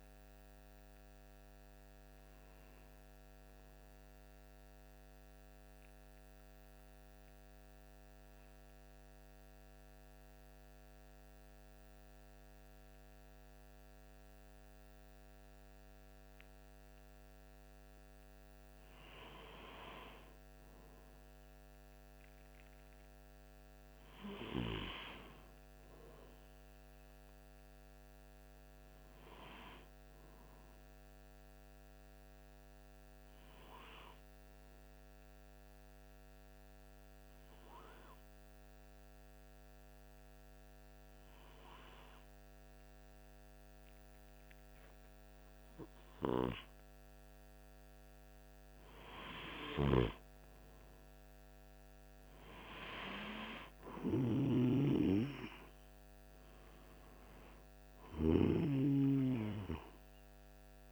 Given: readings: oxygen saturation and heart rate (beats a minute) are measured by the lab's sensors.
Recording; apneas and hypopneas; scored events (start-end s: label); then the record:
breathing in sleep by a microphone on the trachea; 2
0.00-23.50 s: oxygen desaturation (device-marked, oxygen 93% lowest, heart rate 42 extreme)
4.00-17.50 s: obstructive apnea (oxygen 97% before, 93% lowest, heart rate 49 before, 42 extreme, up 5 after)
21.00-25.50 s: arousal
30.50-45.50 s: obstructive apnea (oxygen 98% before, 95% lowest, heart rate 45 before, 45 extreme, up 2 after)
47.50-50.50 s: arousal
From the record:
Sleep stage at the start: N2 (light sleep); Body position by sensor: on the right side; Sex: male